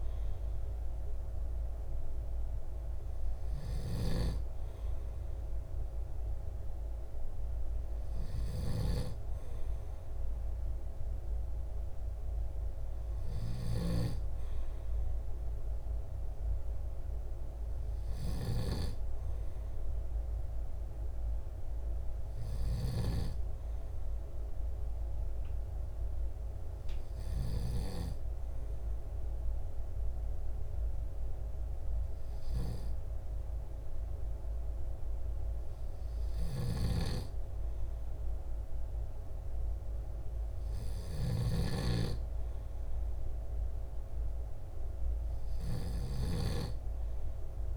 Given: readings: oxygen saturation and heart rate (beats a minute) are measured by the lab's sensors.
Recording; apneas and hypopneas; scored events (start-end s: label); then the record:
breathing in sleep by a room microphone; none
none scored
From the record:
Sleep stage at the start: N2 (light sleep); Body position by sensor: on the back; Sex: male